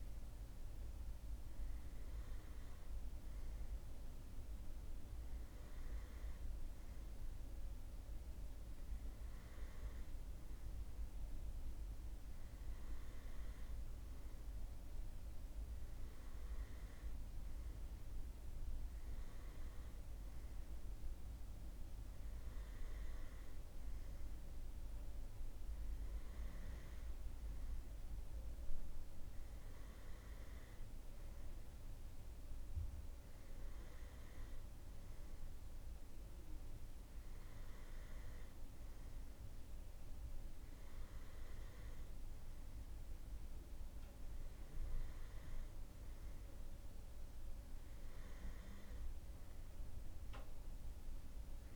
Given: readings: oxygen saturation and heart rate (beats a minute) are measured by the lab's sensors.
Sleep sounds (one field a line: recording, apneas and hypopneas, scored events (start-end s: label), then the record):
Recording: breathing in sleep, hard to hear, by a room microphone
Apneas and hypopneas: none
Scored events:
none scored
From the record:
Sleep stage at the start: N2 (light sleep)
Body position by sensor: on the right side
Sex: male